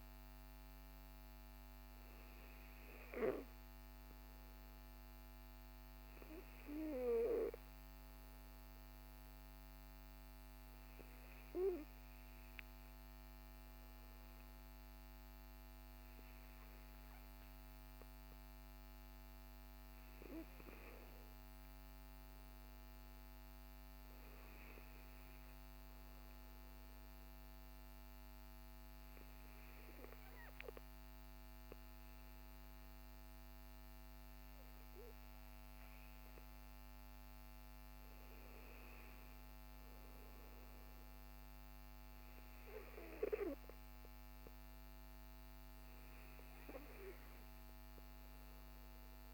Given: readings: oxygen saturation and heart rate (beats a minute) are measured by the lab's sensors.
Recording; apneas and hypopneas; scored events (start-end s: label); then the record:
breathing in sleep by a microphone on the trachea; 2
8.00-19.50 s: hypopnea (oxygen 96% before, 94% lowest, heart rate 65 before, 54 extreme, up 12 after)
21.00-24.00 s: arousal
27.00-37.00 s: obstructive apnea (oxygen 96% before, 94% lowest, heart rate 60 before, 53 extreme, up 14 after)
38.50-42.50 s: arousal
From the record:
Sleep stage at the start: N2 (light sleep); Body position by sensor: on the back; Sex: male